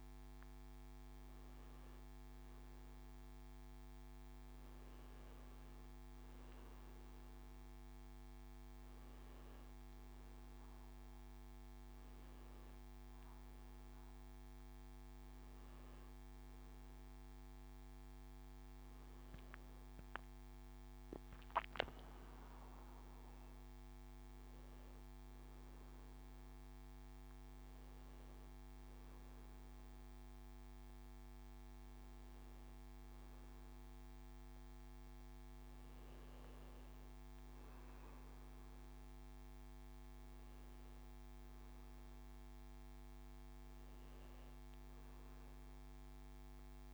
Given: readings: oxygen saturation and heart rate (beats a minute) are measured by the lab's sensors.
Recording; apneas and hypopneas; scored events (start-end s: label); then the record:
breathing in sleep, hard to hear, by a microphone on the trachea; none
none scored
From the record:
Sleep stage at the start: N1 (lightest sleep); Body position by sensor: on the back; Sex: male